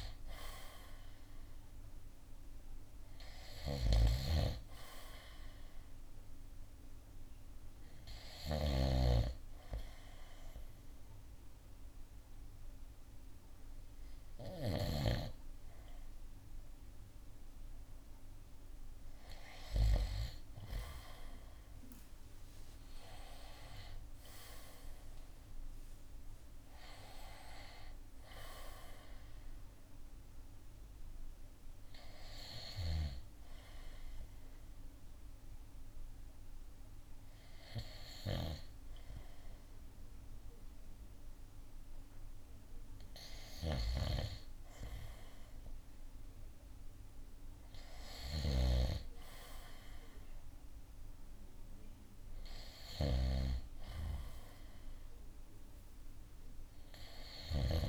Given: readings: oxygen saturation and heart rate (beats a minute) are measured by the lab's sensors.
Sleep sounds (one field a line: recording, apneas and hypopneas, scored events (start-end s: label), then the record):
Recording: breathing in sleep by a room microphone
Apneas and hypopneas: none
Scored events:
3.50-15.00 s: snoring (device-marked)
25.00-36.00 s: drop in pulse transit time (device-marked, heart rate 68 before, 72 extreme)
From the record:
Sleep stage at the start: N2 (light sleep)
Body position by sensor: on the right side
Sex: male